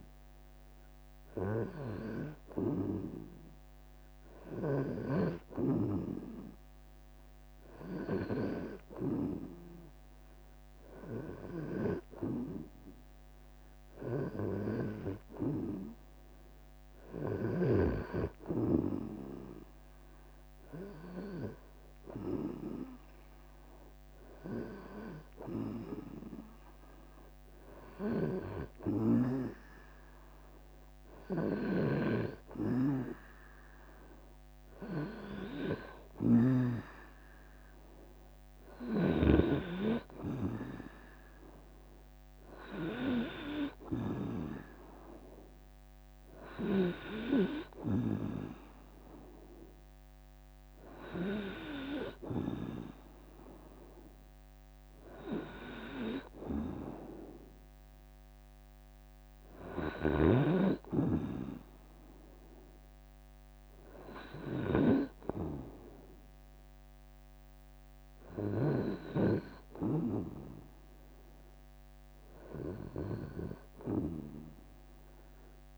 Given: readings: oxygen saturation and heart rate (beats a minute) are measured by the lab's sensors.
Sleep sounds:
breathing in sleep by a microphone on the trachea; none
14.50-16.50 s: long interval between heartbeats (device-marked, heart rate 78 before, 73 extreme)
21.50-23.50 s: long interval between heartbeats (device-marked, heart rate 77 before, 70 extreme)
61.00-63.00 s: long interval between heartbeats (device-marked, heart rate 76 before, 73 extreme)
From the record:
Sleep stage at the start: REM sleep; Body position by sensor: on the right side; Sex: male

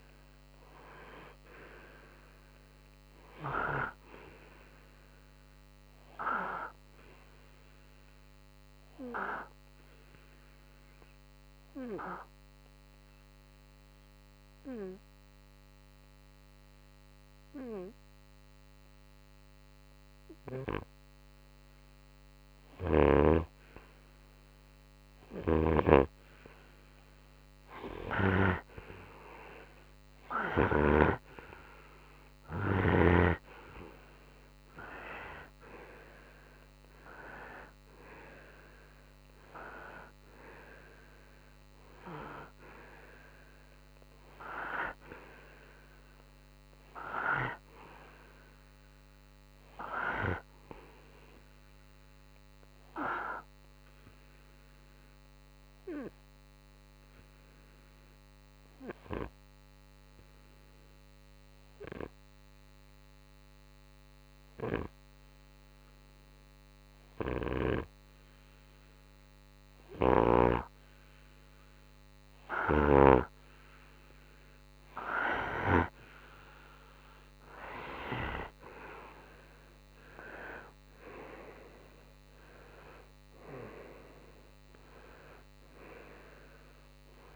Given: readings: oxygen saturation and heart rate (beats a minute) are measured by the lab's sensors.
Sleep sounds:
breathing in sleep by a microphone on the trachea; 2
0.00-10.50 s: oxygen desaturation (device-marked, oxygen 91% lowest, heart rate 55 extreme)
5.50-26.50 s: obstructive apnea (oxygen 97% before, 91% lowest, heart rate 67 before, 55 extreme, up 3 after)
25.00-31.00 s: snoring (device-marked)
30.50-34.00 s: arousal
39.50-66.50 s: oxygen desaturation (device-marked, oxygen 96% before, 91% lowest, heart rate 61 before, 54 extreme)
53.00-75.00 s: obstructive apnea (oxygen 96% before, 91% lowest, heart rate 63 before, 54 extreme, up 2 after)
79.50-84.50 s: arousal
84.50-87.36 s: oxygen desaturation (device-marked, oxygen 96% before, 92% lowest, heart rate 60 before, 58 extreme)
From the record:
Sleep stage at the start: N2 (light sleep); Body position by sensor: on the right side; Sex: male

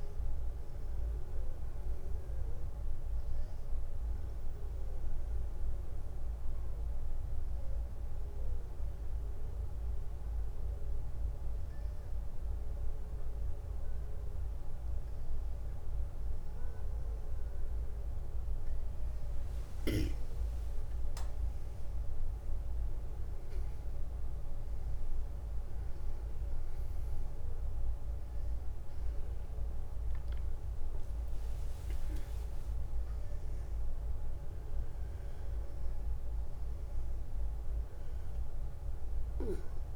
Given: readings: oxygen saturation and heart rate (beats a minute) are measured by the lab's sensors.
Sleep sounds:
breathing in sleep, hard to hear, by a room microphone; 1
1.50-39.96 s: new sleep stage, N1 (lightest sleep)
3.50-15.00 s: hypopnea (oxygen 95% before, 95% lowest, heart rate 68 before, 66 extreme, up 5 after)
19.50-24.50 s: arousal
From the record:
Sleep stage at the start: N2 (light sleep); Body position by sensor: on the back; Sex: male

